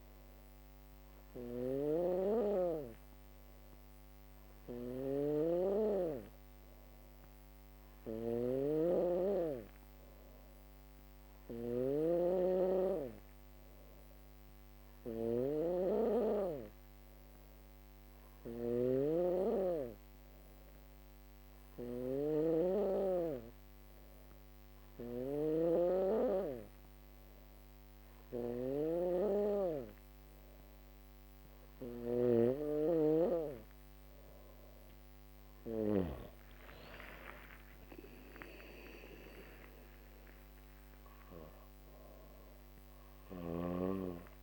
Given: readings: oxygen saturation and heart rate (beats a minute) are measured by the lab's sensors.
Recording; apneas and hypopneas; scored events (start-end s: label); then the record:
breathing in sleep by a microphone on the trachea; none
0.00-35.00 s: snoring (device-marked)
36.00-44.43 s: drop in pulse transit time (device-marked, heart rate 64 before, 56 extreme)
42.00-44.43 s: snoring (device-marked)
From the record:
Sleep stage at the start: N2 (light sleep); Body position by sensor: on the back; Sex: female